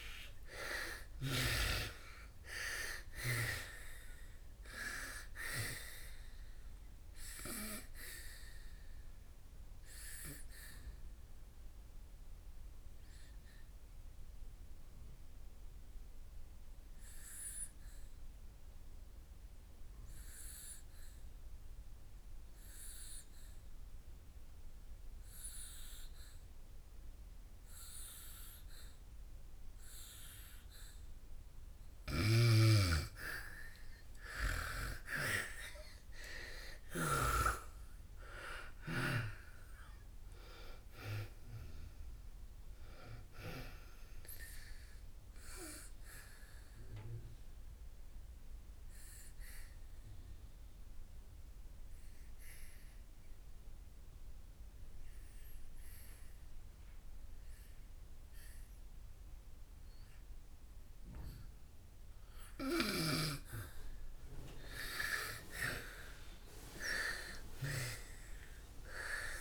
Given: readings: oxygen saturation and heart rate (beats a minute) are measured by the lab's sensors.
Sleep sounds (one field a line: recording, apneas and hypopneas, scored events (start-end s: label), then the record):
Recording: breathing in sleep by a room microphone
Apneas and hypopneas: 2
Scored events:
0.00-1.50 s: arousal
0.00-23.50 s: oxygen desaturation (device-marked, oxygen 83% lowest, heart rate 58 extreme)
8.00-31.50 s: obstructive apnea (oxygen 98% before, 83% lowest, heart rate 69 before, 58 extreme, up 19 after)
29.50-58.50 s: oxygen desaturation (device-marked, oxygen 98% before, 84% lowest, heart rate 62 before, 55 extreme)
32.00-37.00 s: snoring (device-marked)
35.00-40.00 s: arousal
47.50-63.50 s: obstructive apnea (oxygen 98% before, 84% lowest, heart rate 72 before, 55 extreme, up 17 after)
65.50-69.41 s: arousal
65.50-69.41 s: oxygen desaturation (device-marked, oxygen 98% before, 88% lowest, heart rate 66 before, 55 extreme)
From the record:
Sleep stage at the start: N2 (light sleep)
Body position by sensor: on the back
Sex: female